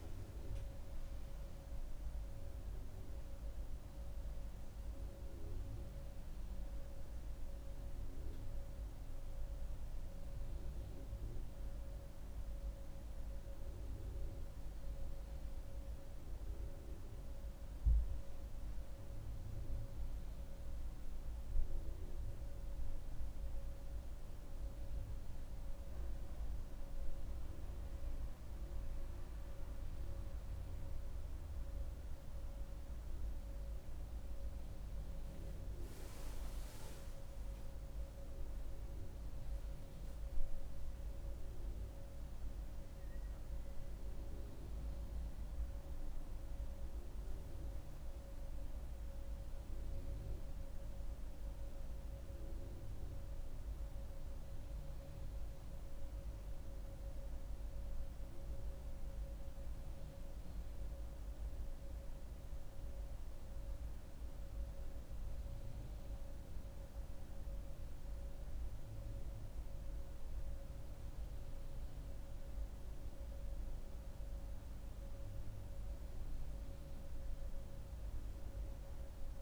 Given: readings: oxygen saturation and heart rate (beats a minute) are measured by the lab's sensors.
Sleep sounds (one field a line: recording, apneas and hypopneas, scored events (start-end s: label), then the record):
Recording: a person partly awake in a sleep study, hard to hear, by a room microphone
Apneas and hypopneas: none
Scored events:
19.00-79.42 s: new sleep stage, N1 (lightest sleep)
From the record:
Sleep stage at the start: awake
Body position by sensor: on the back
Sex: female